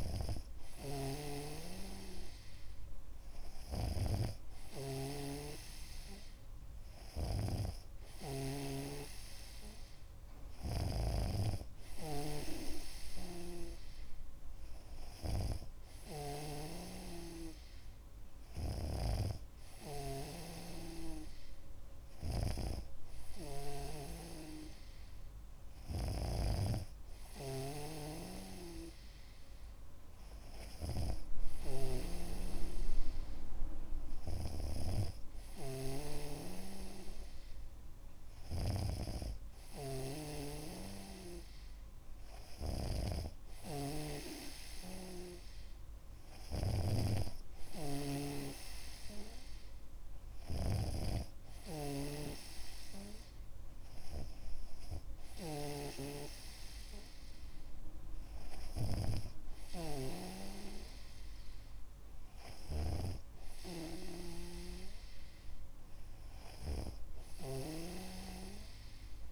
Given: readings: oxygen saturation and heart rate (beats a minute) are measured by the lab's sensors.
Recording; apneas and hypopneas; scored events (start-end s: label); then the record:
breathing in sleep by a room microphone; none
0.00-69.32 s: snoring (device-marked)
From the record:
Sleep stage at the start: N2 (light sleep); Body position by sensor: on the back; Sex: male